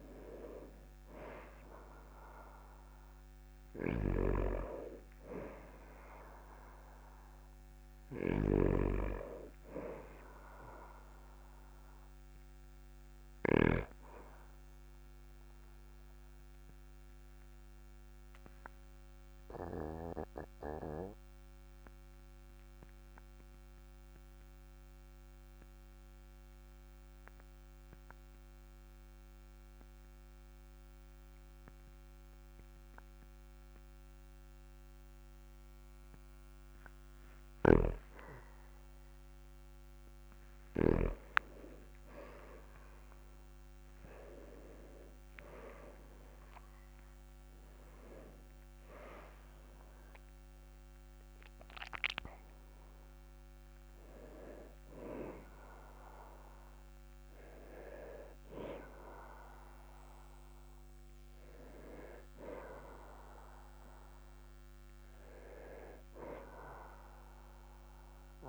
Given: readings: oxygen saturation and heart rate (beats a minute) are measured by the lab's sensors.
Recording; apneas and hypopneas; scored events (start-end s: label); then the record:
breathing in sleep by a microphone on the trachea; 1
15.50-37.50 s: obstructive apnea (oxygen 99% before, 97% lowest, heart rate 44 before, 41 extreme, up 10 after)
41.00-44.50 s: arousal
From the record:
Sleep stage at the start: N2 (light sleep); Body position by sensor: on the back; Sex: male